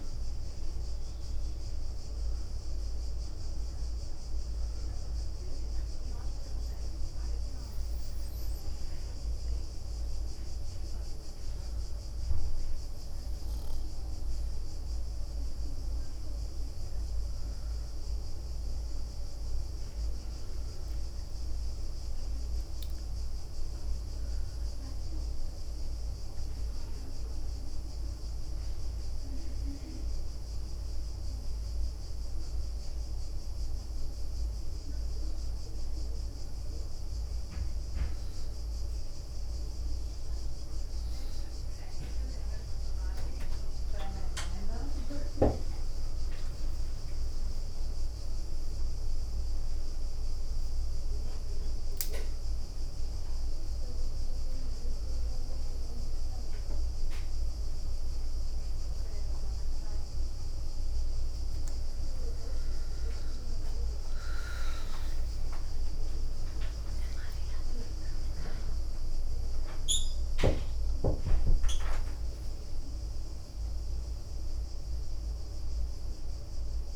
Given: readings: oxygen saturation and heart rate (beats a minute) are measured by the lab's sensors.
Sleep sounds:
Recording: a person awake in a sleep study, by a room microphone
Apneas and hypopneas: 1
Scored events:
5.00-16.00 s: hypopnea (oxygen 94% before, 91% lowest, heart rate 74 before, 71 extreme, up 10 after)
17.50-76.96 s: new sleep stage, awake
19.50-25.00 s: leg movement (device-marked)
25.50-30.50 s: leg movement (device-marked)
33.50-40.50 s: leg movement (device-marked)
43.50-51.50 s: leg movement (device-marked)
56.50-58.50 s: long interval between heartbeats (device-marked, heart rate 73 before, 100 extreme)
57.50-65.50 s: tachycardia (device-marked, heart rate 74 before, 117 extreme)
61.00-65.00 s: leg movement (device-marked)
62.50-64.50 s: long interval between heartbeats (device-marked, heart rate 82 before, 113 extreme)
From the record:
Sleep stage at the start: N2 (light sleep)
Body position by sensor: on the back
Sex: female

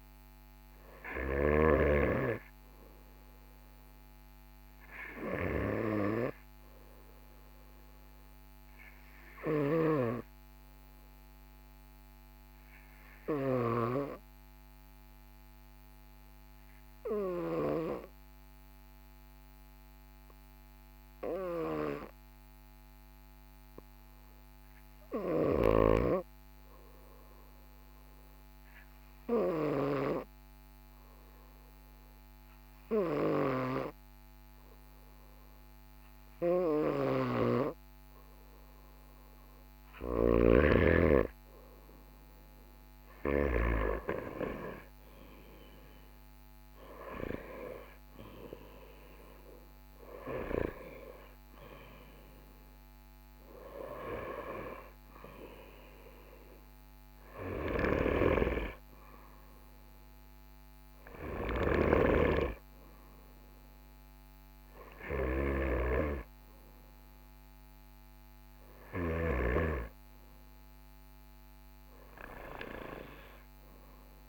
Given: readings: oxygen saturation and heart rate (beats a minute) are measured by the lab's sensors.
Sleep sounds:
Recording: breathing in sleep by a microphone on the trachea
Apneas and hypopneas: 1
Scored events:
0.00-1.50 s: snoring (device-marked)
0.00-4.50 s: oxygen desaturation (device-marked, oxygen 94% lowest, heart rate 44 extreme)
10.00-39.00 s: obstructive apnea (oxygen 98% before, 94% lowest, heart rate 45 before, 44 extreme, up 3 after)
43.50-47.50 s: arousal
From the record:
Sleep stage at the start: N2 (light sleep)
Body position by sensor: on the right side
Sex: male

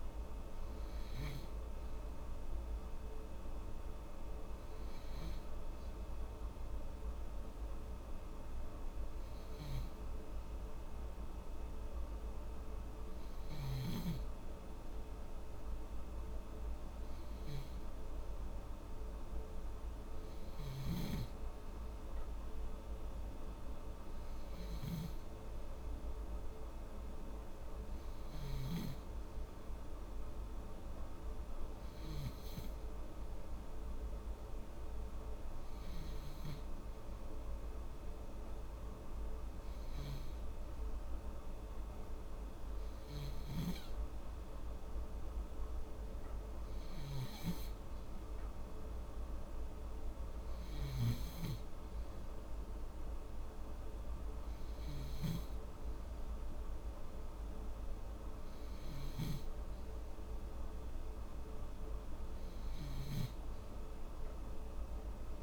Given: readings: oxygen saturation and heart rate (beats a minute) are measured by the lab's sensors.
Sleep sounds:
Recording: breathing in sleep, hard to hear, by a room microphone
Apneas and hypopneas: none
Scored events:
9.50-65.43 s: new sleep stage, N3 (deep sleep)
From the record:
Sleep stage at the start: N2 (light sleep)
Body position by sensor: on the back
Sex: female

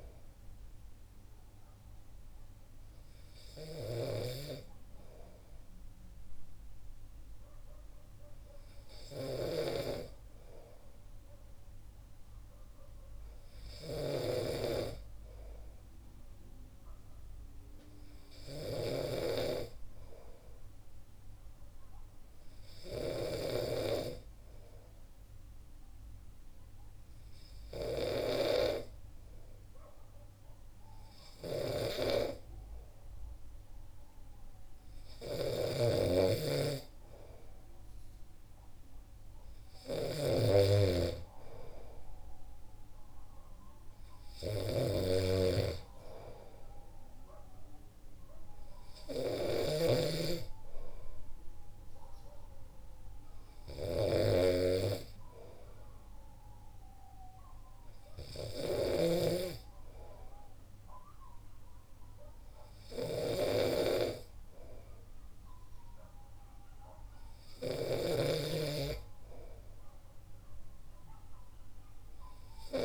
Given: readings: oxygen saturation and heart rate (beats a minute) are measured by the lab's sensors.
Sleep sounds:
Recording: breathing in sleep by a room microphone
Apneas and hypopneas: 1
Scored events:
4.00-14.50 s: snoring (device-marked)
6.00-35.50 s: hypopnea (oxygen 95% before, 92% lowest, heart rate 64 before, 64 extreme, up 2 after)
31.50-72.85 s: snoring (device-marked)
37.50-41.50 s: arousal
From the record:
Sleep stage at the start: N2 (light sleep)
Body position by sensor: on the back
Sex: male

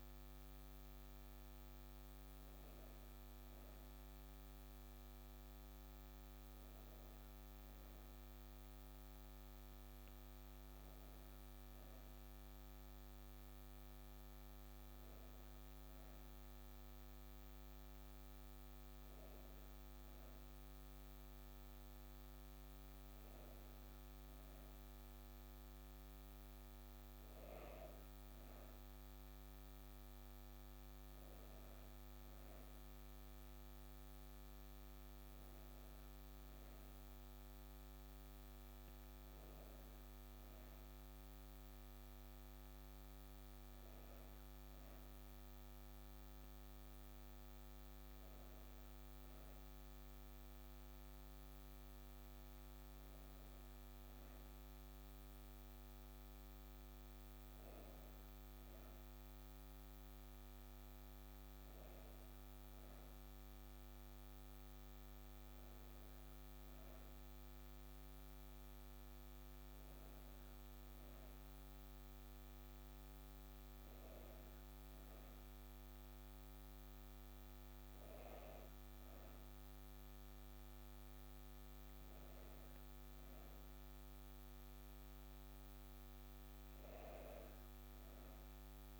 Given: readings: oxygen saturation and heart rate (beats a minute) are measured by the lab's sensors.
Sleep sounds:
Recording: breathing in sleep, hard to hear, by a microphone on the trachea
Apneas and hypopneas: none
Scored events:
4.50-89.00 s: new sleep stage, N2 (light sleep)
From the record:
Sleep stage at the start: N3 (deep sleep)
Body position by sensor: on the back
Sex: female

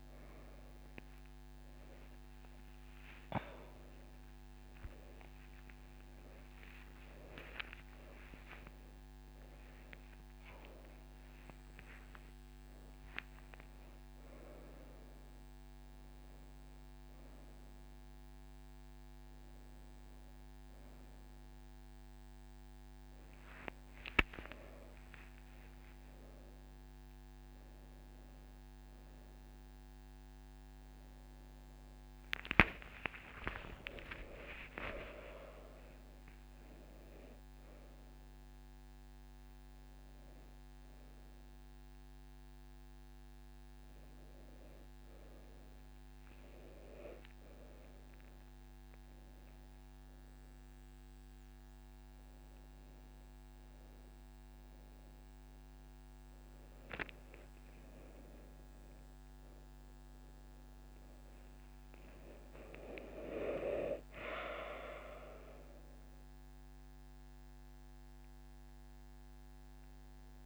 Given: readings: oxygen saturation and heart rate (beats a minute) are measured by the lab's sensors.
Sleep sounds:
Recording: a person awake in a sleep study, by a microphone on the trachea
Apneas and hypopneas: none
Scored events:
8.00-10.00 s: long interval between heartbeats (device-marked)
34.50-36.50 s: long interval between heartbeats (device-marked)
From the record:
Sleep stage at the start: awake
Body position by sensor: on the right side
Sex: female

